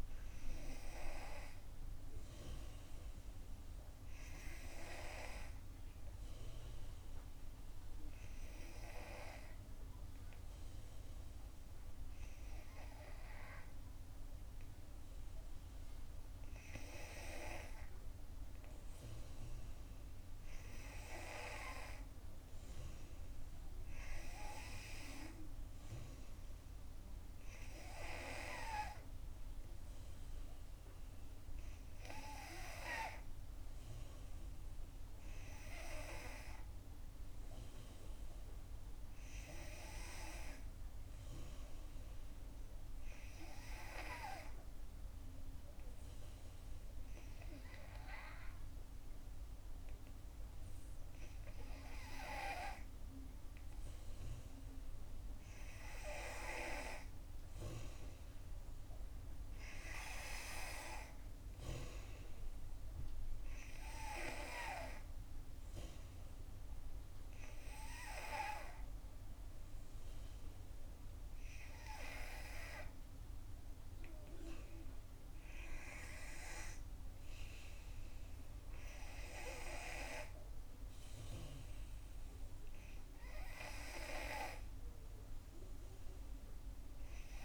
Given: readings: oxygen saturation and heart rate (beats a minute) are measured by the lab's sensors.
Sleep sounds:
breathing in sleep by a room microphone; 2
1.00-3.00 s: long interval between heartbeats (device-marked, heart rate 66 before, 64 extreme)
7.00-19.50 s: hypopnea (oxygen 93% before, 89% lowest, heart rate 66 before, 63 extreme, up 5 after)
22.50-26.50 s: arousal
44.00-57.50 s: hypopnea (oxygen 93% before, 89% lowest, heart rate 66 before, 64 extreme, up 5 after)
60.00-63.50 s: arousal
From the record:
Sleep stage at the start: N2 (light sleep); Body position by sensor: on the back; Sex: female

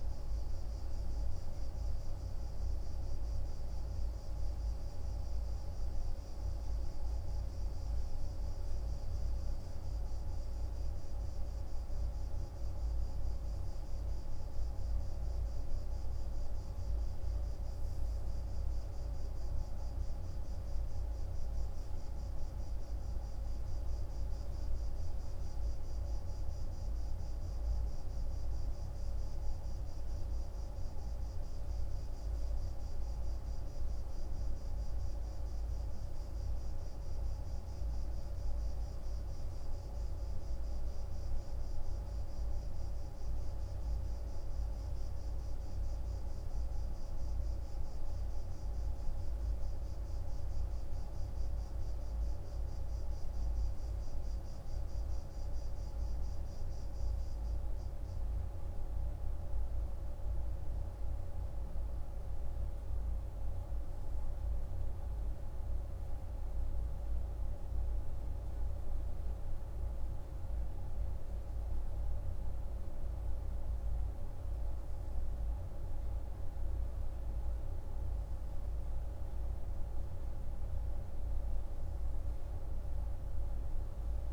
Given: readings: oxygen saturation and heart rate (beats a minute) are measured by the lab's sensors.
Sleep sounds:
breathing in sleep, hard to hear, by a room microphone; none
none scored
From the record:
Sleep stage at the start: N2 (light sleep); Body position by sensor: on the right side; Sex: male

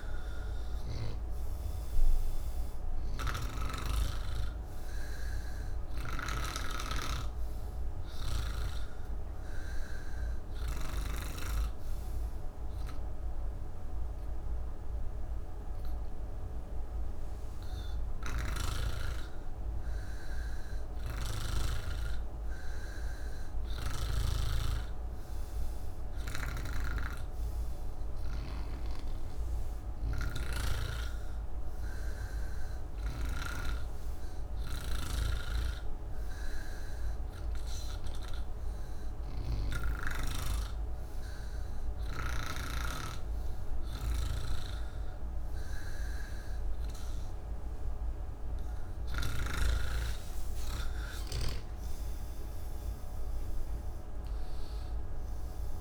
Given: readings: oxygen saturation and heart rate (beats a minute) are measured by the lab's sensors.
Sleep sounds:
breathing in sleep by a room microphone; 1
2.00-11.50 s: snoring (device-marked)
8.50-18.50 s: hypopnea (oxygen 95% before, 92% lowest)
18.50-22.00 s: snoring (device-marked)
19.50-55.81 s: new sleep stage, N3 (deep sleep)
30.50-34.00 s: snoring (device-marked)
From the record:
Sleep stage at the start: N1 (lightest sleep); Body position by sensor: on the back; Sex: male

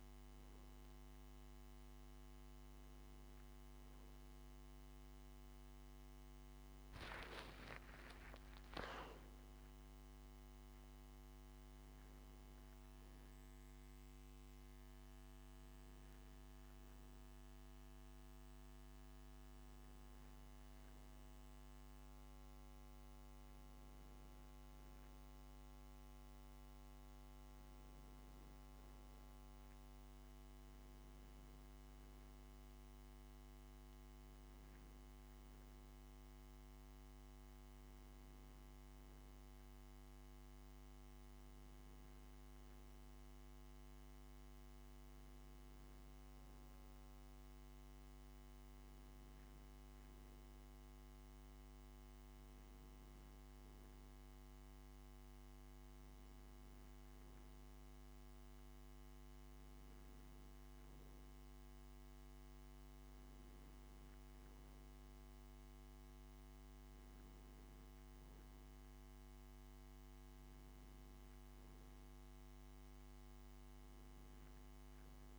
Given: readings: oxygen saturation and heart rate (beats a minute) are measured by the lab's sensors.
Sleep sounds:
a person awake in a sleep study, hard to hear, by a microphone on the trachea; none
none scored
From the record:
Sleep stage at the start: awake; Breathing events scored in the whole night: 132 in 5.7 hours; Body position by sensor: on the back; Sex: male

